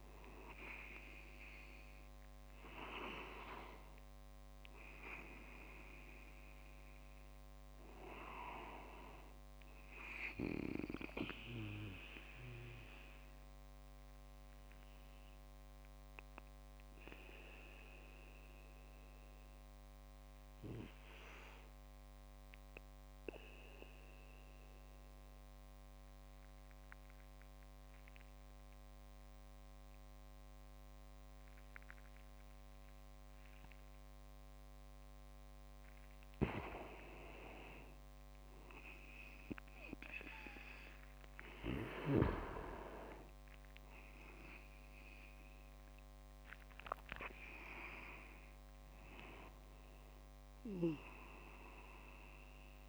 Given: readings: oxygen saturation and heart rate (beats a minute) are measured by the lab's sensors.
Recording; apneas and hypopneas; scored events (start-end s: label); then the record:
breathing in sleep by a microphone on the trachea; 1
0.00-8.50 s: oxygen desaturation (device-marked, oxygen 93% lowest)
11.50-35.00 s: obstructive apnea (oxygen 98% before, 93% lowest)
38.50-42.50 s: arousal
From the record:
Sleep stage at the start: N2 (light sleep); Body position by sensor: on the back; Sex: male